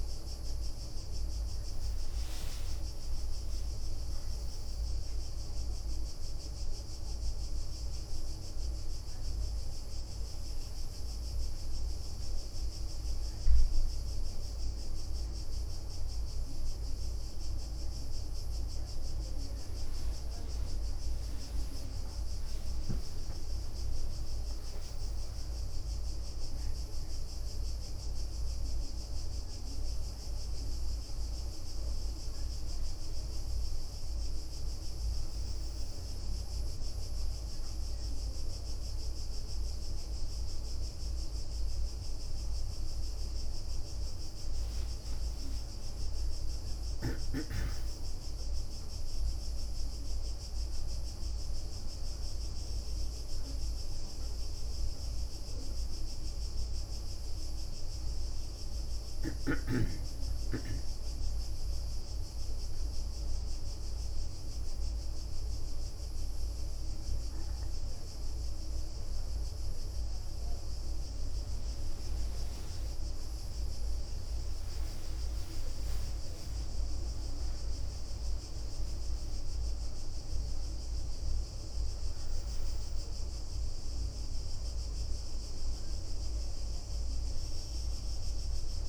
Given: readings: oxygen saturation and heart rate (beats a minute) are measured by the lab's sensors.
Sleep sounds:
a person awake in a sleep study, hard to hear, by a room microphone; none
0.00-6.00 s: oxygen desaturation (device-marked, oxygen 92% lowest, heart rate 70 extreme)
0.00-9.50 s: leg movement (device-marked)
18.50-27.00 s: leg movement (device-marked)
24.00-26.00 s: long interval between heartbeats (device-marked, heart rate 73 before, 80 extreme)
31.00-33.50 s: leg movement (device-marked)
36.00-44.50 s: leg movement (device-marked)
46.50-52.50 s: leg movement (device-marked)
61.00-65.00 s: leg movement (device-marked)
69.00-88.89 s: new sleep stage, N1 (lightest sleep)
71.50-80.00 s: leg movement (device-marked)
78.00-80.00 s: long interval between heartbeats (device-marked, heart rate 72 before, 83 extreme)
80.50-86.00 s: leg movement (device-marked)
From the record:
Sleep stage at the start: awake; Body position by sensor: on the back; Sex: female

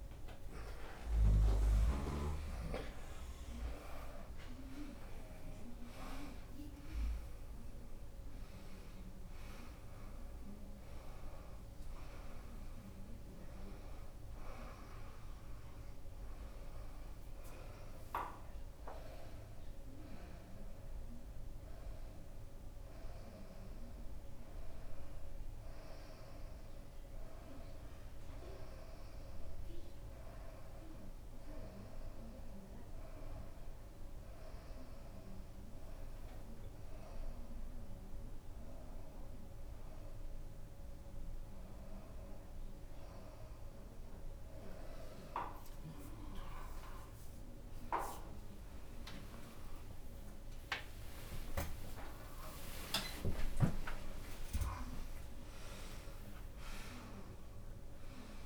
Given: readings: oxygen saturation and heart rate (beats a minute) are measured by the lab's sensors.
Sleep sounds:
a person awake in a sleep study, by a room microphone; none
0.00-5.50 s: drop in pulse transit time (device-marked, heart rate 93 extreme)
20.50-39.50 s: drop in pulse transit time (device-marked, heart rate 109 before, 98 extreme)
51.00-53.00 s: long interval between heartbeats (device-marked, heart rate 96 before, 119 extreme)
54.00-56.00 s: long interval between heartbeats (device-marked, heart rate 99 before, 137 extreme)
From the record:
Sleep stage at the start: awake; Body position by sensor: upright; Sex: female

